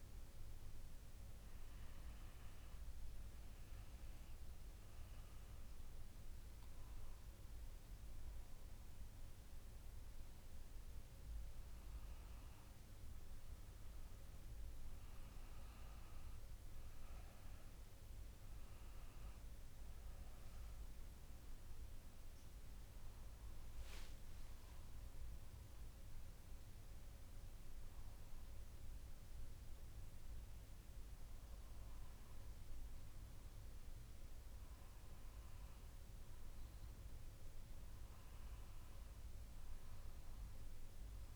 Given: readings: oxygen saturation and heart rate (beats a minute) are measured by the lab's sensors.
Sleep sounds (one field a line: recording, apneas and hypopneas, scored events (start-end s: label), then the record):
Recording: breathing in sleep, hard to hear, by a room microphone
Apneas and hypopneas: none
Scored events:
22.50-27.00 s: arousal
From the record:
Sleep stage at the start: N2 (light sleep)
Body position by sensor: on the back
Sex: female